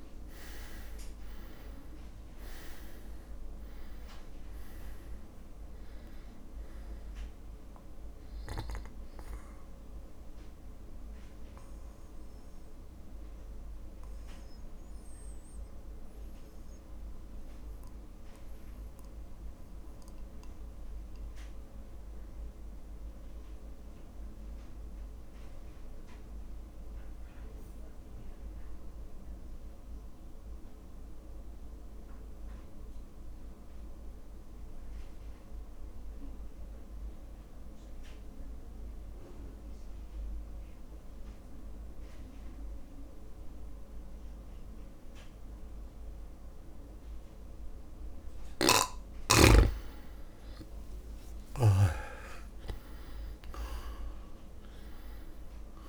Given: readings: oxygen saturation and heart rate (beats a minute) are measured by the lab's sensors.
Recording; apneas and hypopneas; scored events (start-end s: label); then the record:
breathing in sleep by a room microphone; 1
0.00-2.00 s: arousal
0.00-27.00 s: oxygen desaturation (device-marked, oxygen 83% lowest, heart rate 53 extreme)
10.00-48.00 s: mixed apnea (oxygen 100% before, 83% lowest, heart rate 57 before, 53 extreme, up 2 after)
45.00-55.89 s: oxygen desaturation (device-marked, oxygen 99% before, 83% lowest, heart rate 56 before, 55 extreme)
48.50-52.00 s: snoring (device-marked)
53.00-55.89 s: arousal
From the record:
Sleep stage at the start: N2 (light sleep); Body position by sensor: on the back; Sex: male